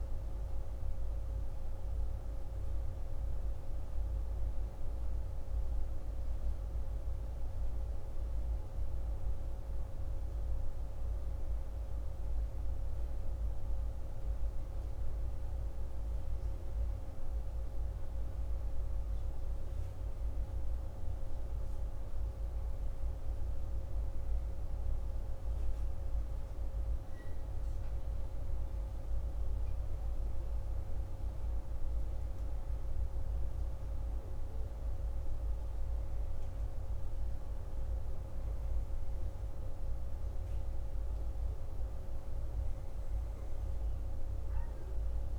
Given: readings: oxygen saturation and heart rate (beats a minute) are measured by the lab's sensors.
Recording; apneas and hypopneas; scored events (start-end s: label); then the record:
breathing in sleep, hard to hear, by a room microphone; none
none scored
From the record:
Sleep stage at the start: N1 (lightest sleep); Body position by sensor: on the back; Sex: male